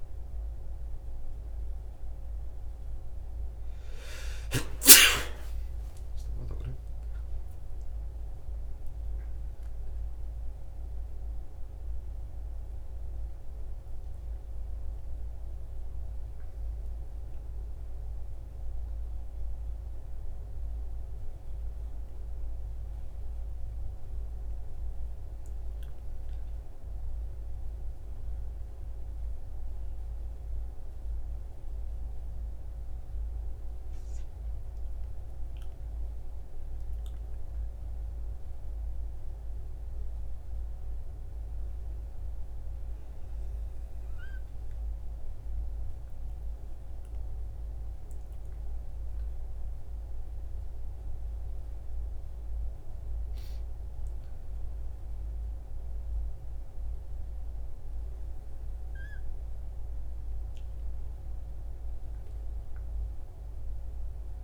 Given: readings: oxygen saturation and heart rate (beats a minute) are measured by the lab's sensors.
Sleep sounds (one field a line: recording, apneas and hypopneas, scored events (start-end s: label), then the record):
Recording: a person awake in a sleep study, hard to hear, by a room microphone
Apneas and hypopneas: none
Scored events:
none scored
From the record:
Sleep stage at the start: awake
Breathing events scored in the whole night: 68 in 7.1 hours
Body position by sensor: on the back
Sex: male